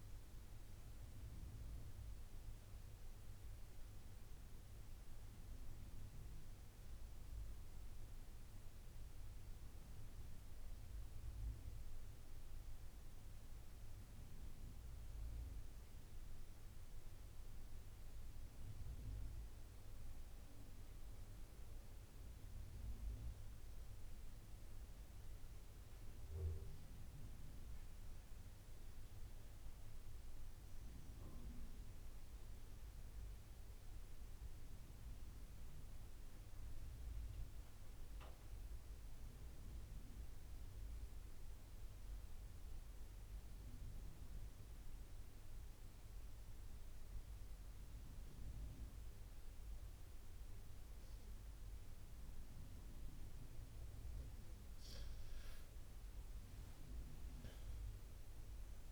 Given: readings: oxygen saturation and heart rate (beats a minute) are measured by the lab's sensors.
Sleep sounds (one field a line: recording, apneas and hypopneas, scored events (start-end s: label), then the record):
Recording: breathing in sleep, hard to hear, by a room microphone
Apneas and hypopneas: 2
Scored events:
3.50-25.50 s: mixed apnea (oxygen 96% before, 92% lowest, heart rate 81 before, 66 extreme, up 15 after)
28.50-32.50 s: arousal
39.50-53.50 s: obstructive apnea (oxygen 97% before, 92% lowest, heart rate 75 before, 72 extreme, up 10 after)
55.50-58.92 s: arousal
From the record:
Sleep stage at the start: N2 (light sleep)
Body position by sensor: on the right side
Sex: male